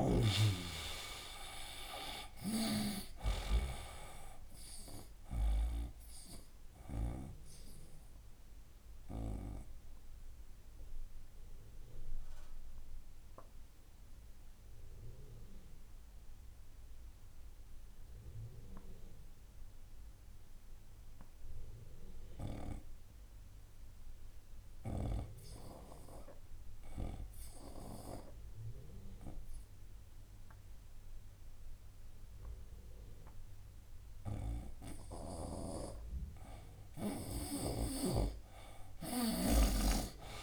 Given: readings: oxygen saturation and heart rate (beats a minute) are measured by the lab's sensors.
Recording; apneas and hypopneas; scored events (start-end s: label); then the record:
breathing in sleep by a room microphone; 1
0.00-1.50 s: arousal
0.00-3.50 s: snoring (device-marked)
0.00-28.00 s: oxygen desaturation (device-marked, oxygen 80% lowest, heart rate 64 extreme)
8.50-36.00 s: obstructive apnea (oxygen 98% before, 77% lowest, heart rate 77 before, 64 extreme, up 10 after)
30.00-40.43 s: oxygen desaturation (device-marked, oxygen 97% before, 77% lowest, heart rate 68 before, 62 extreme)
37.50-40.43 s: snoring (device-marked)
From the record:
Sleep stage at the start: N2 (light sleep); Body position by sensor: on the right side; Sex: male